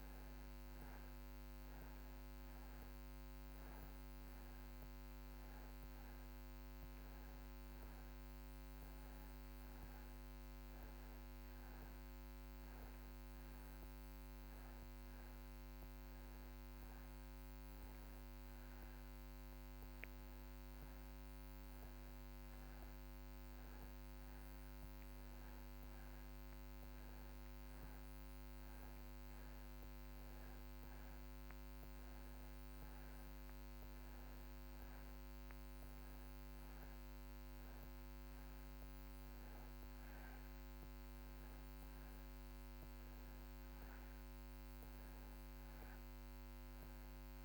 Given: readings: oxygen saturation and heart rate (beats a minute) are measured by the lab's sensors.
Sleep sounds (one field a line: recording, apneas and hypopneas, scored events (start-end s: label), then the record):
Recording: breathing in sleep, hard to hear, by a microphone on the trachea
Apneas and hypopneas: none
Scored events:
none scored
From the record:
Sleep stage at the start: N2 (light sleep)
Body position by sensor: on the back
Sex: male